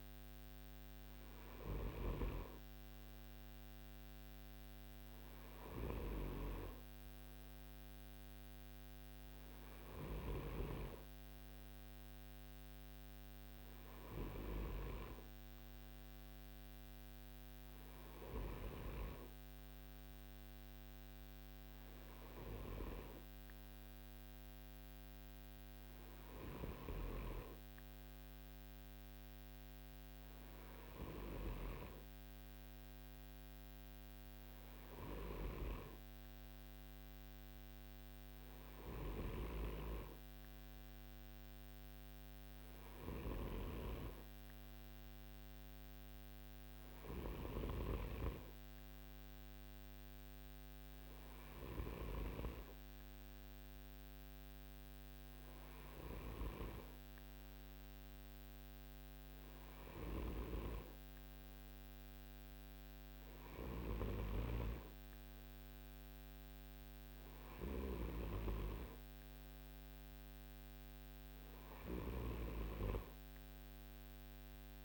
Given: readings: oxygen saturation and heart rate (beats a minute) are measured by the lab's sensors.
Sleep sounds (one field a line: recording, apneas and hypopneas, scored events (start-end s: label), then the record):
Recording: breathing in sleep by a microphone on the trachea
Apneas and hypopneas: none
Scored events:
none scored
From the record:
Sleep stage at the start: N2 (light sleep)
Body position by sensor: on the right side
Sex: male